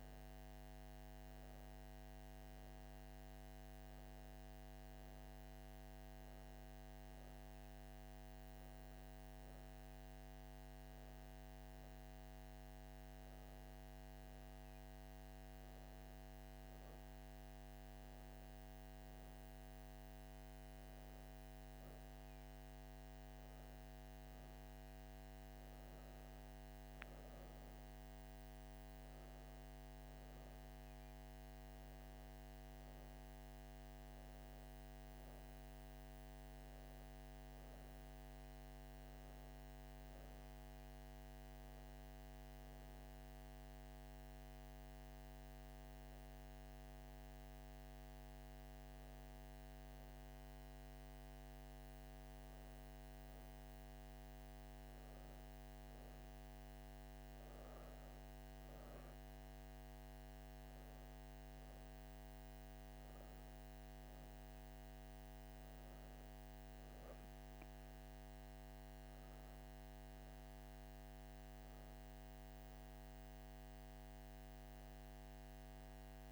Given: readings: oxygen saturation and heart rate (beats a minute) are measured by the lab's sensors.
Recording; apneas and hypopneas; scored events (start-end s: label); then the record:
breathing in sleep, hard to hear, by a microphone on the trachea; none
none scored
From the record:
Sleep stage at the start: N1 (lightest sleep); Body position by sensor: on the back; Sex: female